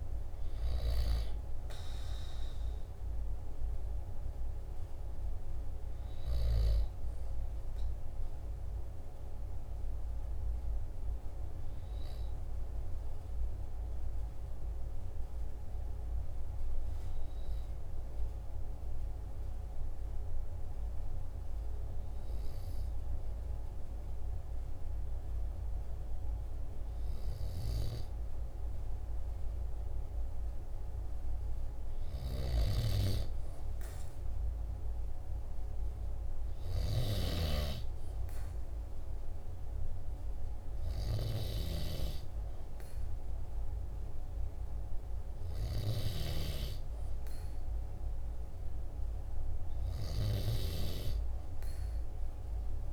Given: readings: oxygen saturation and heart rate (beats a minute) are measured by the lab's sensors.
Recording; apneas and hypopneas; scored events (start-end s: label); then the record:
breathing in sleep by a room microphone; 1
16.00-33.50 s: hypopnea (oxygen 95% before, 95% lowest, heart rate 46 before, 45 extreme, up 1 after)
35.50-39.50 s: arousal
From the record:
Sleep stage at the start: N2 (light sleep); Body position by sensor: on the back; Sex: male